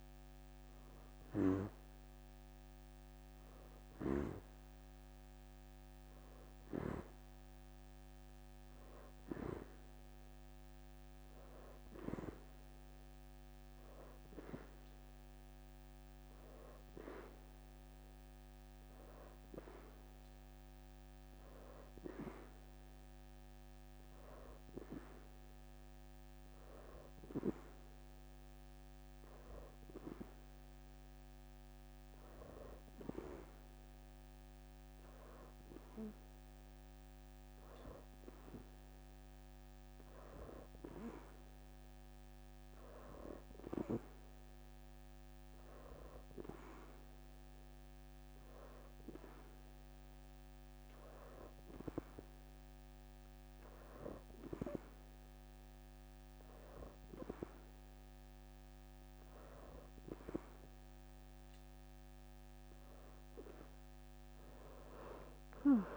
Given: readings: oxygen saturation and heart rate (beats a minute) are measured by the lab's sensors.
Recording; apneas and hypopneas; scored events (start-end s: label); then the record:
breathing in sleep by a microphone on the trachea; 1
0.00-6.50 s: oxygen desaturation (device-marked, oxygen 85% lowest, heart rate 81 extreme)
20.00-55.00 s: hypopnea (oxygen 93% before, 88% lowest, heart rate 82 before, 81 extreme, up 0 after)
63.00-65.97 s: arousal
63.50-65.50 s: leg movement (device-marked)
From the record:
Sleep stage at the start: N2 (light sleep); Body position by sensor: on the back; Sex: female